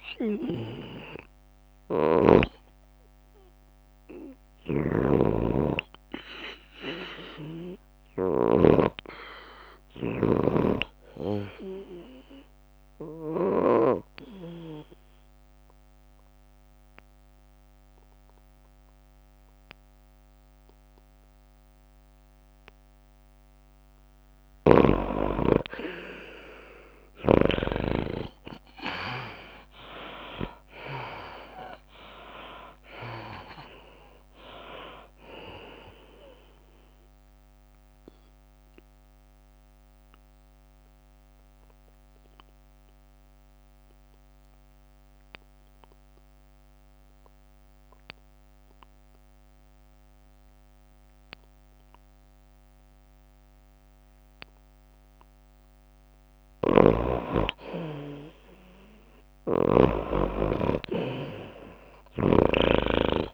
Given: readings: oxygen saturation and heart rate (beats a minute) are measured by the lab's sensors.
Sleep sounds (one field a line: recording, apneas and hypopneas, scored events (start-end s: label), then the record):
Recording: breathing in sleep by a microphone on the trachea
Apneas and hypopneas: 2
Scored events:
0.00-10.00 s: oxygen desaturation (device-marked, oxygen 81% lowest, heart rate 93 extreme)
1.00-8.00 s: tachycardia (device-marked, heart rate 98 before, 107 extreme)
3.00-6.50 s: snoring (device-marked)
5.00-7.00 s: long interval between heartbeats (device-marked, heart rate 99 before, 106 extreme)
10.00-13.50 s: arousal
16.00-26.50 s: obstructive apnea (oxygen 96% before, 81% lowest, heart rate 100 before, 93 extreme, up 57 after)
25.50-29.00 s: snoring (device-marked)
26.00-39.00 s: tachycardia (device-marked, heart rate 98 before, 155 extreme)
29.50-31.50 s: long interval between heartbeats (device-marked, heart rate 98 before, 109 extreme)
30.00-33.50 s: arousal
31.00-51.00 s: oxygen desaturation (device-marked, oxygen 91% before, 81% lowest, heart rate 98 before, 88 extreme)
33.00-46.00 s: drop in pulse transit time (device-marked, heart rate 103 before, 97 extreme)
35.00-37.00 s: long interval between heartbeats (device-marked, heart rate 108 before, 142 extreme)
38.00-57.00 s: obstructive apnea (oxygen 96% before, 81% lowest, heart rate 114 before, 88 extreme, up 4 after)
44.00-50.00 s: tachycardia (device-marked, heart rate 99 before, 106 extreme)
47.00-49.00 s: long interval between heartbeats (device-marked, heart rate 119 before, 105 extreme)
57.50-61.00 s: snoring (device-marked)
59.00-62.00 s: arousal
59.00-63.33 s: oxygen desaturation (device-marked, oxygen 97% before, 82% lowest, heart rate 100 before, 91 extreme)
61.00-63.33 s: drop in pulse transit time (device-marked, heart rate 97 before, 89 extreme)
From the record:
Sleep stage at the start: N2 (light sleep)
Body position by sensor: on the back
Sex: female